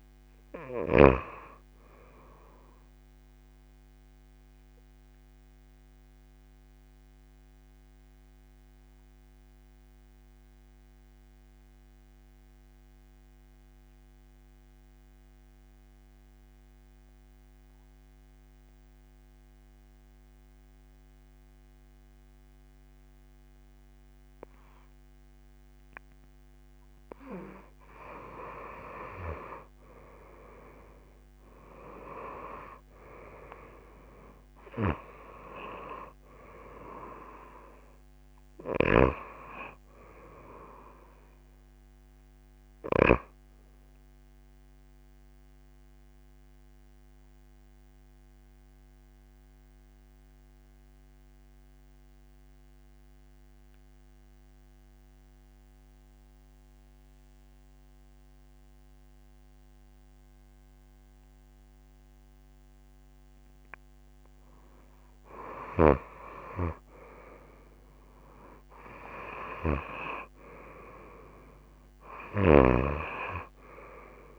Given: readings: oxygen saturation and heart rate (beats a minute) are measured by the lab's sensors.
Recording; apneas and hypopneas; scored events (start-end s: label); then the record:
breathing in sleep by a microphone on the trachea; 2
0.00-15.00 s: oxygen desaturation (device-marked, oxygen 90% lowest)
4.00-26.00 s: obstructive apnea (oxygen 97% before, 89% lowest)
30.00-34.50 s: arousal
31.00-59.00 s: oxygen desaturation (device-marked, oxygen 97% before, 89% lowest)
45.50-64.00 s: obstructive apnea (oxygen 97% before, 88% lowest)
67.50-71.00 s: arousal
71.00-74.39 s: oxygen desaturation (device-marked, oxygen 97% before, 89% lowest)
From the record:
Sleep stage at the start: N2 (light sleep); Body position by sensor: on the back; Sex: female